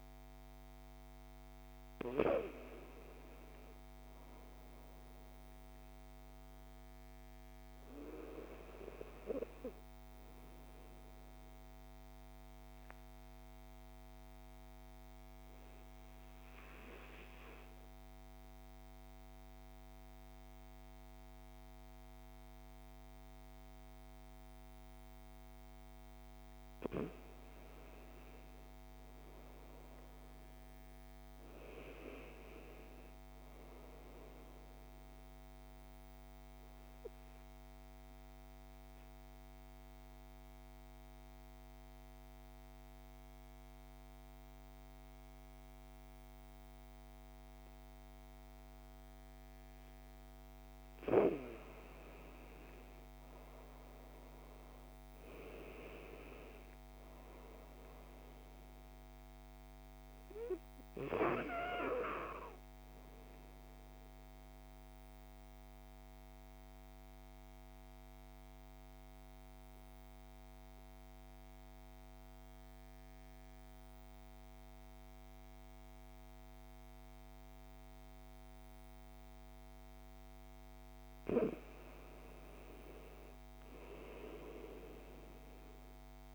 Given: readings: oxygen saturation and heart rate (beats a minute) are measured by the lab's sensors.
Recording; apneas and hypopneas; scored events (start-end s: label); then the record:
breathing in sleep by a microphone on the trachea; 3
3.00-12.00 s: oxygen desaturation (device-marked, oxygen 97% before, 94% lowest)
11.00-27.00 s: obstructive apnea (oxygen 97% before, 93% lowest)
29.00-33.00 s: arousal
35.50-49.00 s: obstructive apnea (oxygen 97% before, 93% lowest)
51.00-55.00 s: arousal
64.00-79.00 s: obstructive apnea (oxygen 97% before, 93% lowest)
80.50-84.00 s: arousal
From the record:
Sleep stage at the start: N2 (light sleep); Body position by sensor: on the back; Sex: male